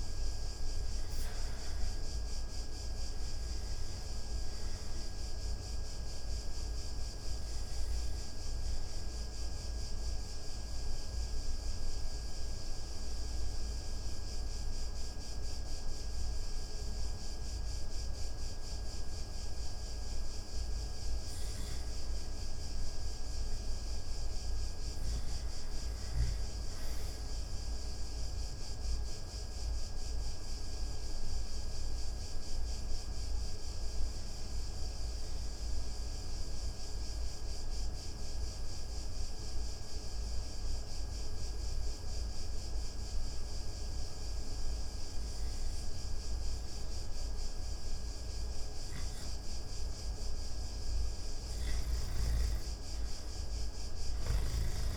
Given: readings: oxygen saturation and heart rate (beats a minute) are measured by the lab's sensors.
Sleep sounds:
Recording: breathing in sleep, hard to hear, by a room microphone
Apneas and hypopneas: 2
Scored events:
0.00-8.00 s: oxygen desaturation (device-marked, oxygen 85% lowest)
5.50-20.00 s: obstructive apnea (oxygen 97% before, 85% lowest)
13.00-21.00 s: oxygen desaturation (device-marked, oxygen 89% before, 85% lowest)
22.00-25.00 s: arousal
30.00-50.00 s: obstructive apnea (oxygen 98% before, 86% lowest)
36.00-50.00 s: oxygen desaturation (device-marked, oxygen 98% before, 92% lowest)
52.50-54.97 s: arousal
From the record:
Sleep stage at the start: N2 (light sleep)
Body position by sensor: on the back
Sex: male

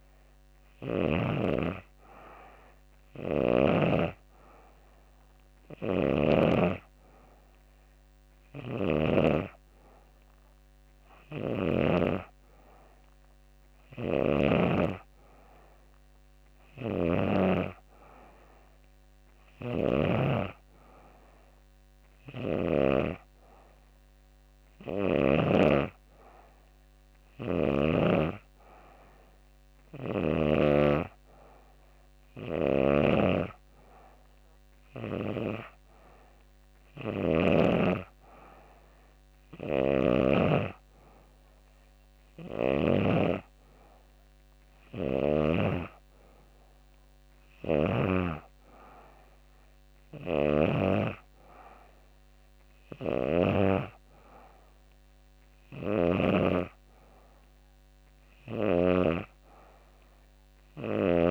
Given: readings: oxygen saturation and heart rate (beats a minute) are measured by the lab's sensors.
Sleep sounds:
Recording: breathing in sleep by a microphone on the trachea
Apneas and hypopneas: none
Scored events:
5.00-11.00 s: snoring (device-marked)
13.00-24.50 s: snoring (device-marked)
31.50-37.00 s: snoring (device-marked)
46.50-50.00 s: snoring (device-marked)
From the record:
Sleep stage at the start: N2 (light sleep)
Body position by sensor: on the back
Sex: female

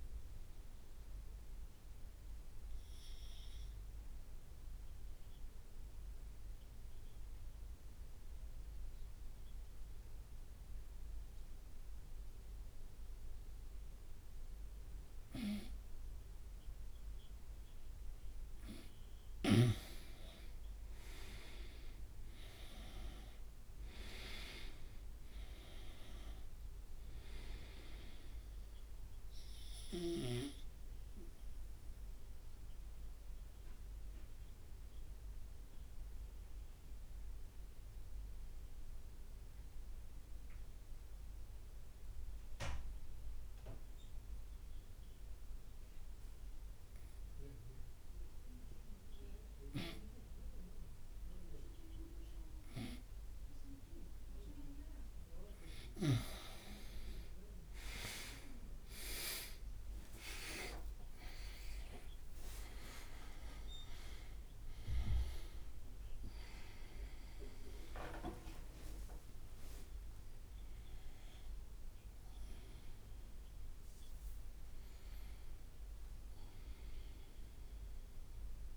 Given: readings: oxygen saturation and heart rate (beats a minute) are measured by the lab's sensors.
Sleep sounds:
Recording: breathing in sleep by a room microphone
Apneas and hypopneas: 2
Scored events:
0.00-2.50 s: oxygen desaturation (device-marked, oxygen 93% lowest, heart rate 47 extreme)
0.00-3.50 s: drop in pulse transit time (device-marked, heart rate 65 extreme)
1.50-18.00 s: obstructive apnea (oxygen 98% before, 91% lowest, heart rate 67 before, 47 extreme, up 14 after)
10.50-12.50 s: long interval between heartbeats (device-marked, heart rate 67 before, 62 extreme)
15.50-17.50 s: long interval between heartbeats (device-marked, heart rate 65 before, 60 extreme)
20.50-22.50 s: long interval between heartbeats (device-marked, heart rate 62 before, 67 extreme)
20.50-25.50 s: arousal
22.50-34.50 s: drop in pulse transit time (device-marked, heart rate 61 before, 47 extreme)
23.50-25.50 s: long interval between heartbeats (device-marked, heart rate 61 before, 47 extreme)
29.50-46.50 s: oxygen desaturation (device-marked, oxygen 98% before, 91% lowest, heart rate 58 before, 48 extreme)
32.00-56.00 s: obstructive apnea (oxygen 98% before, 91% lowest, heart rate 58 before, 48 extreme, up 41 after)
45.50-47.50 s: long interval between heartbeats (device-marked, heart rate 61 before, 62 extreme)
53.50-73.50 s: oxygen desaturation (device-marked, oxygen 98% before, 92% lowest, heart rate 58 before, 52 extreme)
55.00-57.00 s: long interval between heartbeats (device-marked, heart rate 58 before, 59 extreme)
57.50-73.50 s: drop in pulse transit time (device-marked, heart rate 57 before, 49 extreme)
60.50-67.00 s: arousal
62.50-64.50 s: long interval between heartbeats (device-marked, heart rate 55 before, 86 extreme)
From the record:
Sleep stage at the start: N2 (light sleep)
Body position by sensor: on the right side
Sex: male

